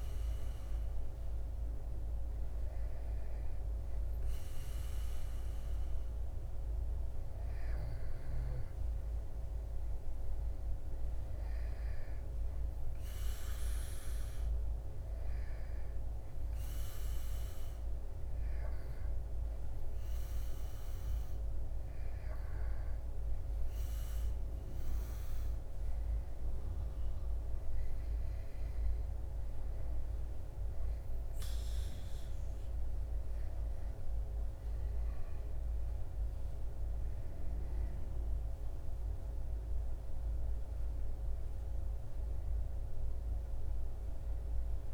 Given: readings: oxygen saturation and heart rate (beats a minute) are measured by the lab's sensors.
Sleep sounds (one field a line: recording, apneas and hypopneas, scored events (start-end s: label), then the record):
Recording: breathing in sleep, hard to hear, by a room microphone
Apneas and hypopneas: none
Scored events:
38.50-44.94 s: new sleep stage, awake
From the record:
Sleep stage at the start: N2 (light sleep)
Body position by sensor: on the back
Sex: male